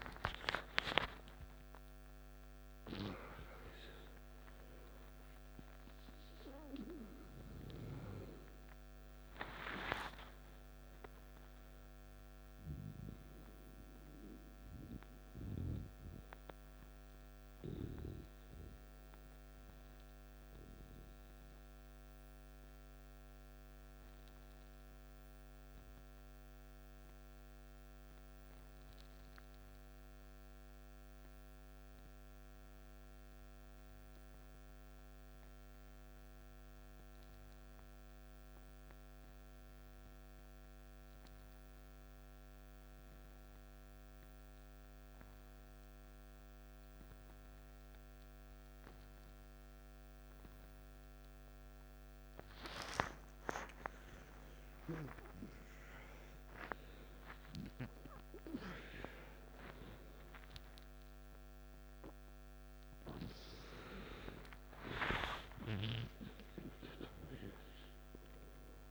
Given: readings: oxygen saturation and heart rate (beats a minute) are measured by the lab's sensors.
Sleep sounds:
breathing in sleep by a microphone on the trachea; 1
0.00-24.00 s: oxygen desaturation (device-marked, oxygen 91% lowest, heart rate 54 extreme)
18.50-52.00 s: mixed apnea (oxygen 96% before, 88% lowest, heart rate 66 before, 54 extreme, up 12 after)
43.00-68.91 s: oxygen desaturation (device-marked, oxygen 98% before, 88% lowest, heart rate 56 before, 53 extreme)
53.50-57.00 s: arousal
From the record:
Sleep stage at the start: N2 (light sleep); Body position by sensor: on the back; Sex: male

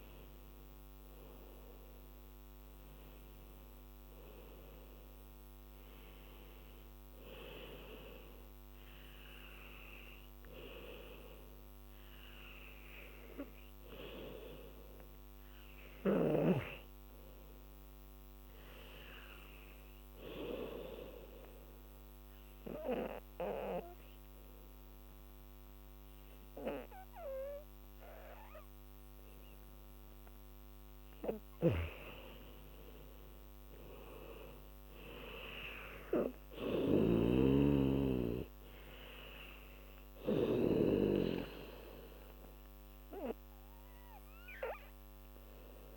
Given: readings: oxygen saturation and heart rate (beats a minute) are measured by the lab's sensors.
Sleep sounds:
breathing in sleep by a microphone on the trachea; 1
0.00-14.50 s: oxygen desaturation (device-marked, oxygen 91% lowest, heart rate 81 extreme)
16.50-19.00 s: arousal
21.00-31.50 s: obstructive apnea (oxygen 99% before, 88% lowest, heart rate 83 before, 76 extreme, up 7 after)
31.50-37.50 s: snoring (device-marked)
33.00-36.00 s: arousal
35.50-45.96 s: oxygen desaturation (device-marked, oxygen 97% before, 88% lowest, heart rate 83 before, 76 extreme)
From the record:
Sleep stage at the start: N2 (light sleep); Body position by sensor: on the back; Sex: female

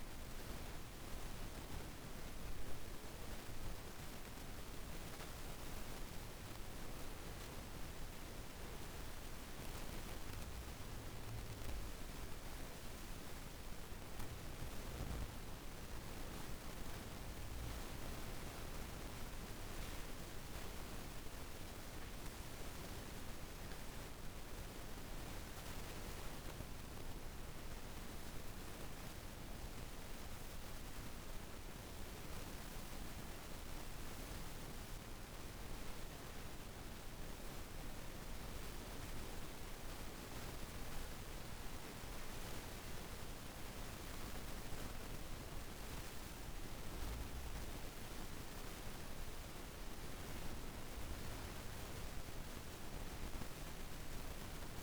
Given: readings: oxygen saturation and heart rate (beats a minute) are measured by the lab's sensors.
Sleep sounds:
breathing in sleep, hard to hear, by a room microphone; none
23.50-37.50 s: oxygen desaturation (device-marked, oxygen 98% before, 94% lowest, heart rate 53 before, 54 extreme)
48.50-54.83 s: oxygen desaturation (device-marked, oxygen 95% before, 91% lowest, heart rate 55 before, 54 extreme)
From the record:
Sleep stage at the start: N1 (lightest sleep); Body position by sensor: on the back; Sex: female

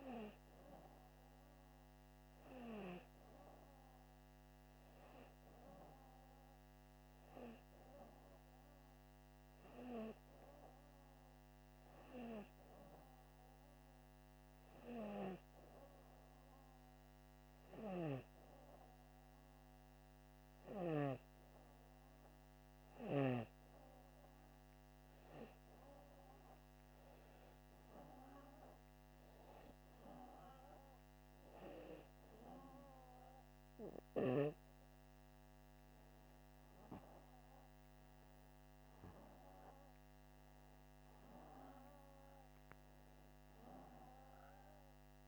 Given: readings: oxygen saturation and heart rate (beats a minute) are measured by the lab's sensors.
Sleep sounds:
breathing in sleep by a microphone on the trachea; none
none scored
From the record:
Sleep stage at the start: N2 (light sleep); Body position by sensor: upright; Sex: male

